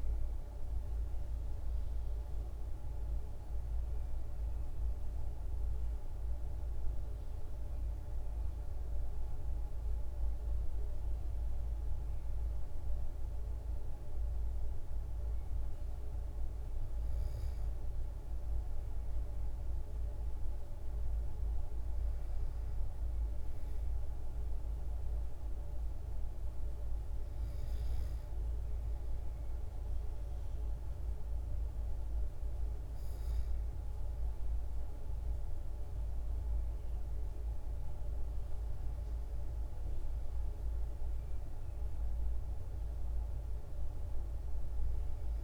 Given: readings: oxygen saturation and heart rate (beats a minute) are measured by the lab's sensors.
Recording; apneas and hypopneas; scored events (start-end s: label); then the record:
breathing in sleep, hard to hear, by a room microphone; 1
3.50-16.00 s: hypopnea (oxygen 95% before, 92% lowest, heart rate 123 before, 67 extreme, up 55 after)
18.50-22.00 s: arousal
21.50-41.50 s: oxygen desaturation (device-marked, oxygen 95% before, 92% lowest, heart rate 107 before, 55 extreme)
From the record:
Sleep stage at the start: N1 (lightest sleep); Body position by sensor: on the back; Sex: female